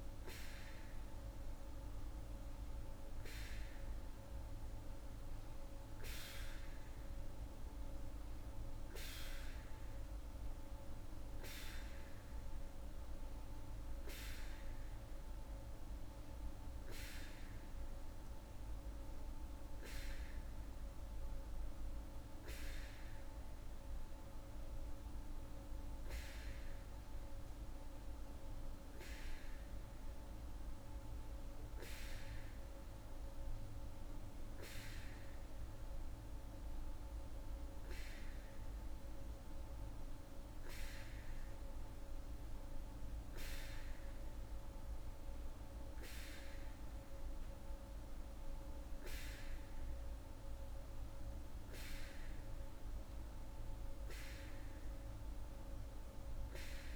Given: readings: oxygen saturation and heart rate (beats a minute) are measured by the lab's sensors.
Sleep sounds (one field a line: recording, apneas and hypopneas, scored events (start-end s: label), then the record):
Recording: breathing in sleep, hard to hear, by a room microphone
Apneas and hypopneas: none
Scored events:
23.50-56.96 s: new sleep stage, N3 (deep sleep)
From the record:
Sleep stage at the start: N2 (light sleep)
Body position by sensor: on the back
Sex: female